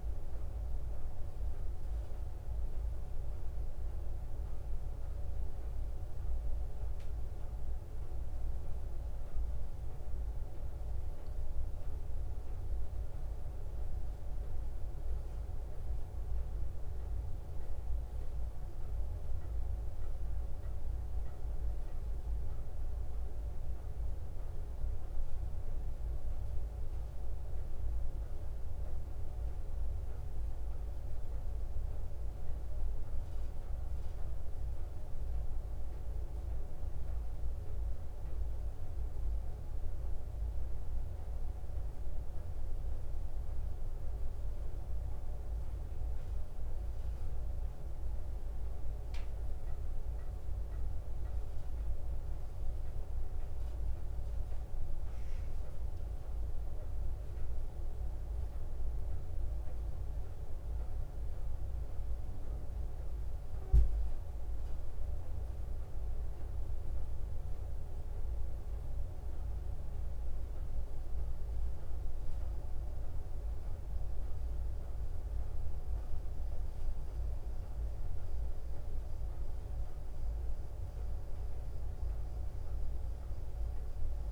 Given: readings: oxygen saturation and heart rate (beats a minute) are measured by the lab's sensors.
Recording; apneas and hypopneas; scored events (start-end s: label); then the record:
breathing in sleep, hard to hear, by a room microphone; none
none scored
From the record:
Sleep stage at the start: N2 (light sleep); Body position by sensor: on the back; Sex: female